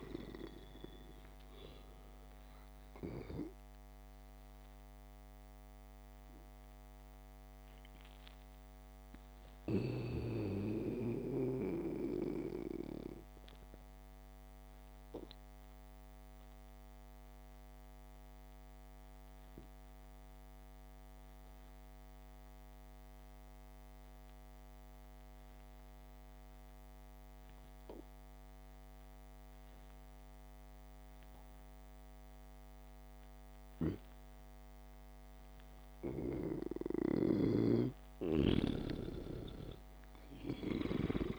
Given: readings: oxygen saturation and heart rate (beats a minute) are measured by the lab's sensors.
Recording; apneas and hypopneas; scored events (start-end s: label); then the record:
breathing in sleep by a microphone on the trachea; 1
0.00-19.00 s: oxygen desaturation (device-marked, oxygen 92% lowest, heart rate 70 extreme)
14.00-36.00 s: mixed apnea (oxygen 99% before, 92% lowest, heart rate 79 before, 70 extreme, up 6 after)
34.00-41.39 s: oxygen desaturation (device-marked, oxygen 98% before, 93% lowest, heart rate 73 before, 66 extreme)
37.50-40.50 s: arousal
38.00-41.39 s: snoring (device-marked)
From the record:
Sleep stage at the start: N2 (light sleep); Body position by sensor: on the back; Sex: male